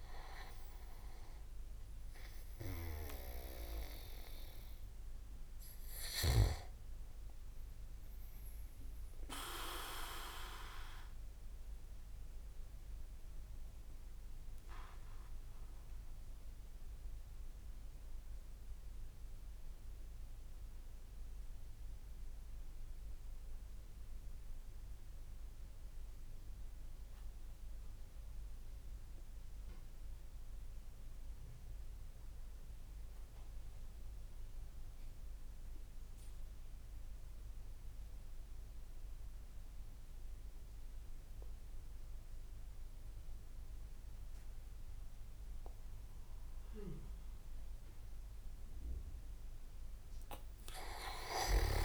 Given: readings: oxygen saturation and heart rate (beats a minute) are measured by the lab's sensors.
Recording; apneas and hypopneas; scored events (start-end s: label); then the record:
breathing in sleep by a room microphone; 1
0.00-10.50 s: oxygen desaturation (device-marked, oxygen 93% lowest)
9.50-47.50 s: mixed apnea (oxygen 98% before, 93% lowest)
42.50-51.85 s: oxygen desaturation (device-marked, oxygen 99% before, 94% lowest)
48.50-51.85 s: tachycardia (device-marked)
From the record:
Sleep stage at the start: N2 (light sleep); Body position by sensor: on the back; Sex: male